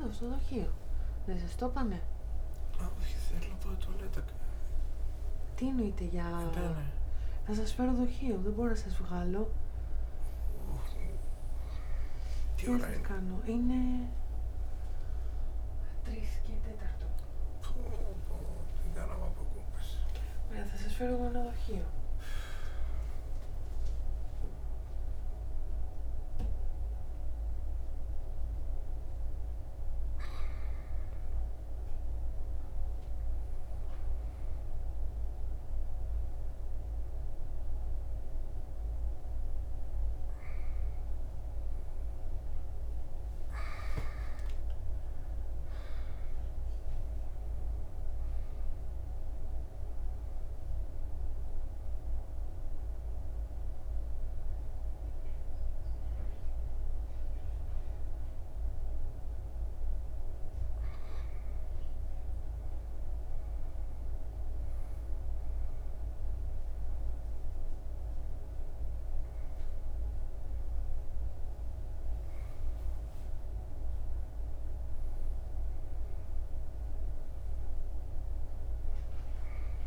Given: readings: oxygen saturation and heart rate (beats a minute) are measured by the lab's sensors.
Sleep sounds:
a person partly awake in a sleep study, by a room microphone; 1
18.50-78.50 s: new sleep stage, N2 (light sleep)
49.50-60.00 s: central apnea (oxygen 99% before, 97% lowest, heart rate 84 before, 77 extreme, up 7 after)
78.50-79.87 s: new sleep stage, awake
From the record:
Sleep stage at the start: awake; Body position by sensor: on the back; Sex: male

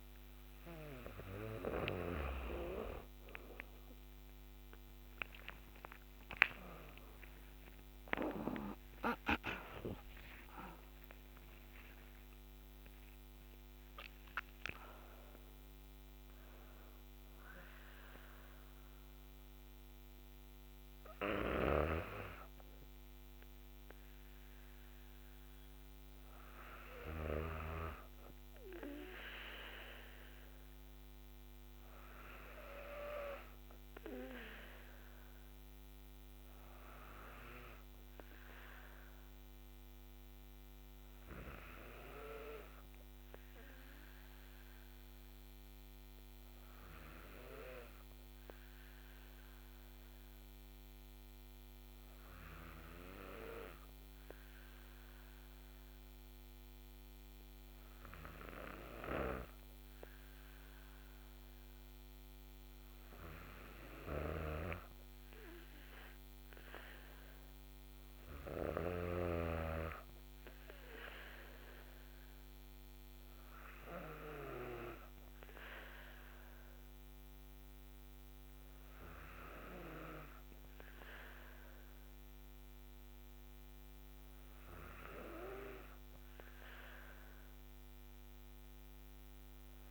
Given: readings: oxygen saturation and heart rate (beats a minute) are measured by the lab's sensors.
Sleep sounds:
breathing in sleep by a microphone on the trachea; 1
5.50-11.50 s: arousal
21.00-27.50 s: snoring (device-marked)
36.00-40.00 s: arousal
44.50-61.00 s: hypopnea (oxygen 98% before, 96% lowest, heart rate 55 before, 54 extreme, up 4 after)
62.50-66.00 s: arousal
64.00-69.00 s: snoring (device-marked)
From the record:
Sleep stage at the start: N2 (light sleep); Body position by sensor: on the back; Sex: female

